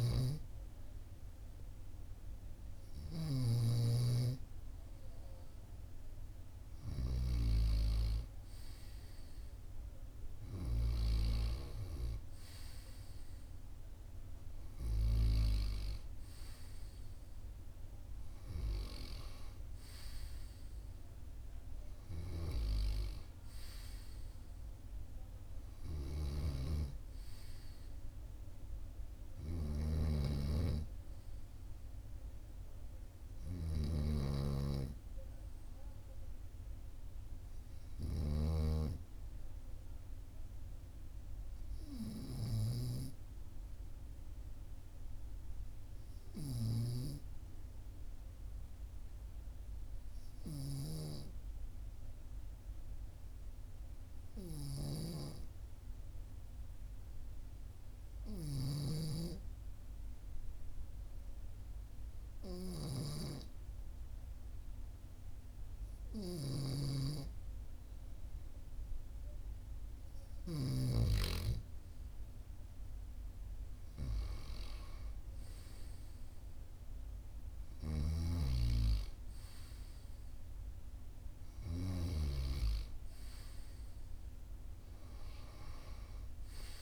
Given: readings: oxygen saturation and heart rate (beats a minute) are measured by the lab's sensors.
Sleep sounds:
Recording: breathing in sleep by a room microphone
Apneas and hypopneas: 1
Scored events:
0.00-2.00 s: arousal
0.00-3.50 s: snoring (device-marked)
29.50-38.50 s: snoring (device-marked)
41.50-69.50 s: obstructive apnea (oxygen 98% before, 95% lowest, heart rate 45 before, 44 extreme, up 2 after)
72.50-76.50 s: arousal
78.00-82.50 s: snoring (device-marked)
From the record:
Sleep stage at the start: N2 (light sleep)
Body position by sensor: on the right side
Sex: male

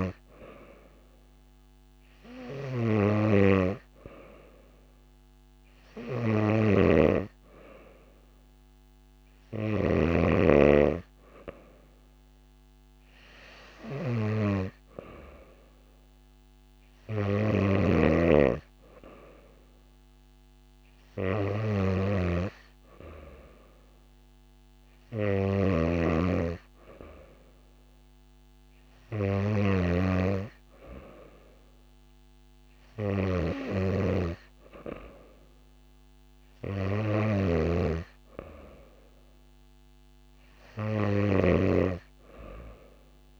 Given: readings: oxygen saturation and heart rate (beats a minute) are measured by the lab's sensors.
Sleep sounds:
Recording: breathing in sleep by a microphone on the trachea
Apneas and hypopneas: none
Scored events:
6.50-10.00 s: snoring (device-marked)
25.50-30.00 s: snoring (device-marked)
37.00-43.40 s: snoring (device-marked)
From the record:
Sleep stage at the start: N2 (light sleep)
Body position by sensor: on the back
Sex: female

